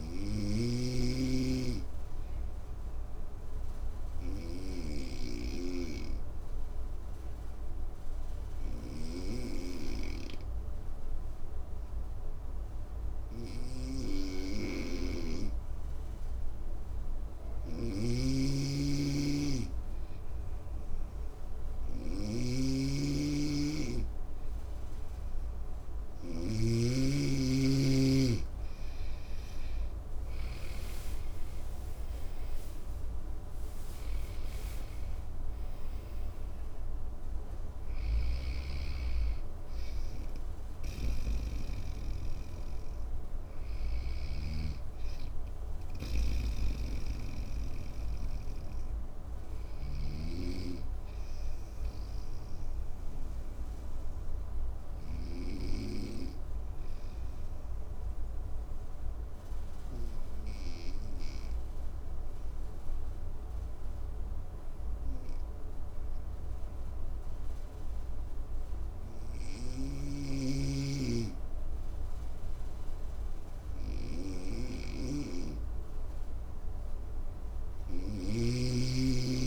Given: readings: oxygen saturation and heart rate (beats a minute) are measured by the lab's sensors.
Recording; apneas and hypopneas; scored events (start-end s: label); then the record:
breathing in sleep by a room microphone; 2
1.50-25.00 s: obstructive apnea (oxygen 99% before, 92% lowest, heart rate 56 before, 53 extreme, up 8 after)
10.50-56.50 s: oxygen desaturation (device-marked, oxygen 98% before, 92% lowest, heart rate 56 before, 53 extreme)
14.00-26.00 s: snoring (device-marked)
28.50-32.00 s: arousal
37.50-50.00 s: snoring (device-marked)
51.00-72.00 s: obstructive apnea (oxygen 96% before, 92% lowest, heart rate 63 before, 53 extreme, up 3 after)
74.50-78.50 s: arousal
76.50-79.47 s: oxygen desaturation (device-marked, oxygen 99% before, 94% lowest, heart rate 54 before, 55 extreme)
77.50-79.47 s: snoring (device-marked)
From the record:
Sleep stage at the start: N2 (light sleep); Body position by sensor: on the right side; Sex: male